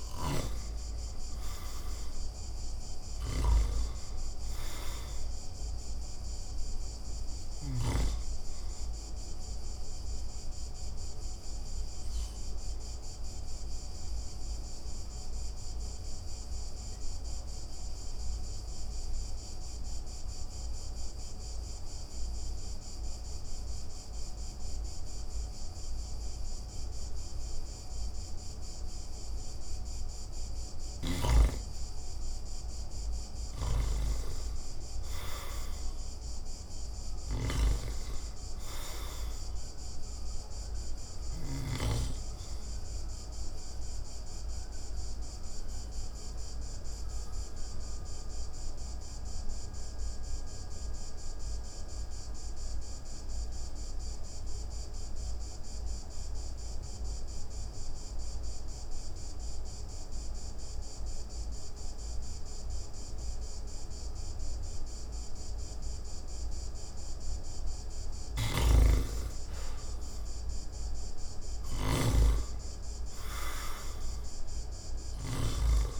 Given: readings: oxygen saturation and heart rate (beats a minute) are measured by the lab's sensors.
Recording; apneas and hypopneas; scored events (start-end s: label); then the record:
breathing in sleep by a room microphone; 2
0.00-2.00 s: arousal
0.00-7.50 s: snoring (device-marked)
0.50-28.50 s: oxygen desaturation (device-marked, oxygen 98% before, 86% lowest)
9.00-30.50 s: obstructive apnea (oxygen 98% before, 86% lowest)
31.50-34.50 s: arousal
33.00-41.50 s: snoring (device-marked)
39.50-61.50 s: oxygen desaturation (device-marked, oxygen 98% before, 87% lowest)
41.50-66.50 s: obstructive apnea (oxygen 98% before, 85% lowest)
68.00-71.50 s: arousal
68.00-75.00 s: snoring (device-marked)
68.50-76.00 s: oxygen desaturation (device-marked, oxygen 98% before, 85% lowest)
From the record:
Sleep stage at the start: N2 (light sleep); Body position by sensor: on the back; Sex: male